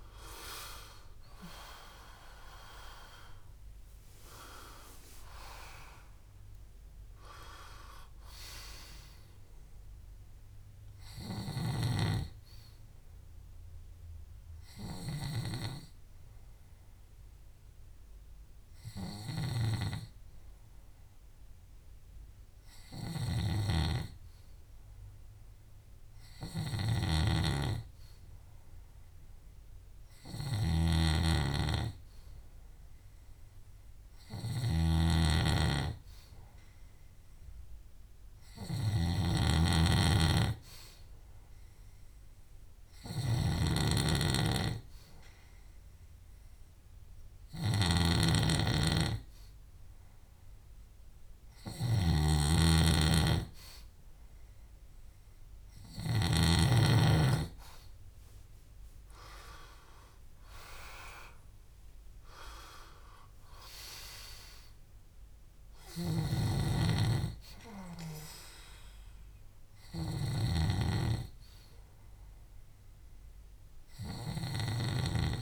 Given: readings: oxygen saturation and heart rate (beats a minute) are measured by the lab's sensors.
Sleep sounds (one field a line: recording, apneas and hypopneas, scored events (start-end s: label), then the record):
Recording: breathing in sleep by a room microphone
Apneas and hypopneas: 2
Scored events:
0.00-2.00 s: arousal
13.50-25.00 s: hypopnea (oxygen 94% before, 92% lowest, heart rate 74 before, 64 extreme, up 4 after)
23.00-56.50 s: snoring (device-marked)
28.00-31.00 s: arousal
44.50-56.50 s: hypopnea (oxygen 98% before, 94% lowest, heart rate 67 before, 62 extreme, up 7 after)
58.50-61.50 s: arousal
65.50-75.42 s: snoring (device-marked)
From the record:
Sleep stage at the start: N2 (light sleep)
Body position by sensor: on the left side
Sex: male